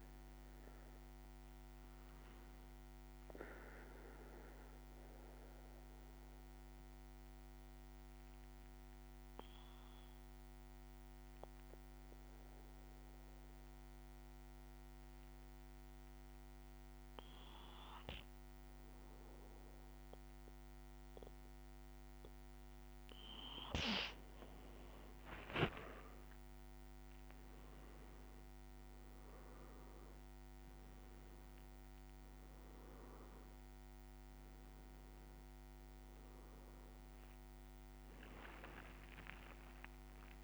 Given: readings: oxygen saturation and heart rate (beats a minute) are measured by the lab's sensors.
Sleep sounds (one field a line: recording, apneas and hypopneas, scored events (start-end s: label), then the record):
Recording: a person awake in a sleep study, by a microphone on the trachea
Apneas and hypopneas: 1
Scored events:
0.00-26.00 s: bradycardia (device-marked, heart rate 52 extreme)
4.00-22.50 s: obstructive apnea (oxygen 98% before, 94% lowest, heart rate 57 before, 53 extreme, up 9 after)
17.00-40.44 s: new sleep stage, awake
24.00-27.00 s: leg movement (device-marked)
27.00-35.00 s: drop in pulse transit time (device-marked, heart rate 54 before, 57 extreme)
32.00-40.44 s: oxygen desaturation (device-marked, oxygen 98% before, 94% lowest, heart rate 56 before, 60 extreme)
From the record:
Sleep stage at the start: N2 (light sleep)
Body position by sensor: on the back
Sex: male